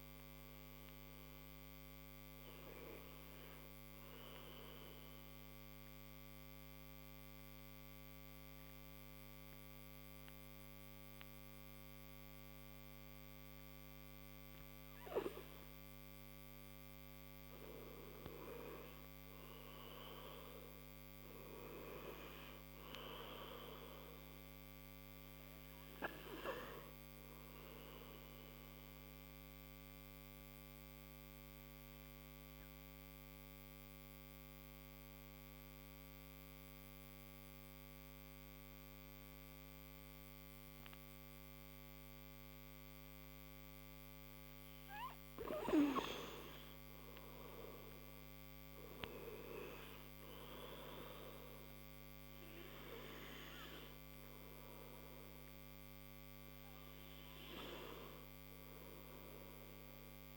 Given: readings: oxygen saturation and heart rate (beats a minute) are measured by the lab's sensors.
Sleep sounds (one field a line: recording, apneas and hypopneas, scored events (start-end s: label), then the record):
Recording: breathing in sleep by a microphone on the trachea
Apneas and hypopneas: 2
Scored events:
0.00-5.50 s: oxygen desaturation (device-marked, oxygen 93% lowest)
6.00-17.00 s: mixed apnea (oxygen 96% before, 90% lowest)
19.00-22.00 s: arousal
20.50-37.50 s: oxygen desaturation (device-marked, oxygen 96% before, 91% lowest)
31.00-43.00 s: mixed apnea (oxygen 96% before, 89% lowest)
46.00-50.00 s: arousal
54.50-60.36 s: oxygen desaturation (device-marked, oxygen 96% before, 90% lowest)
From the record:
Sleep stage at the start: N2 (light sleep)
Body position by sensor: on the right side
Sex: male